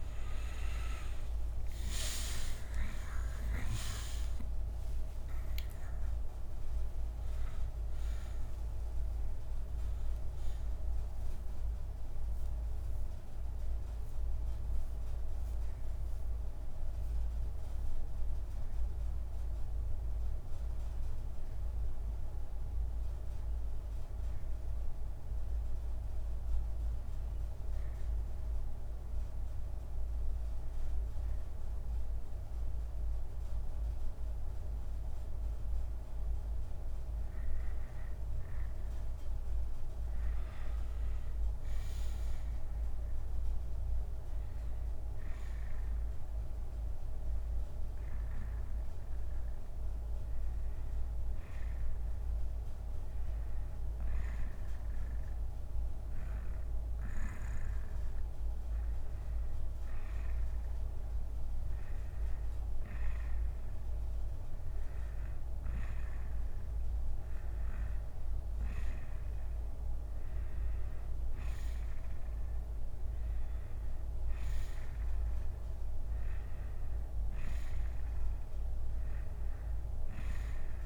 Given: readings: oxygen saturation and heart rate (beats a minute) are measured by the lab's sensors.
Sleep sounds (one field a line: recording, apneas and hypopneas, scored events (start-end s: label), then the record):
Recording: breathing in sleep, hard to hear, by a room microphone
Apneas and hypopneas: 2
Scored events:
0.00-24.00 s: oxygen desaturation (device-marked, oxygen 90% lowest, heart rate 60 extreme)
14.50-38.00 s: hypopnea (oxygen 95% before, 90% lowest, heart rate 73 before, 60 extreme, up 3 after)
32.00-80.86 s: new sleep stage, N2 (light sleep)
40.50-43.50 s: arousal
43.00-59.00 s: oxygen desaturation (device-marked, oxygen 96% before, 91% lowest, heart rate 68 before, 70 extreme)
47.50-60.00 s: hypopnea (oxygen 97% before, 90% lowest, heart rate 69 before, 70 extreme, up 1 after)
63.00-66.50 s: arousal
From the record:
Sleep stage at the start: N1 (lightest sleep)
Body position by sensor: on the back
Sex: male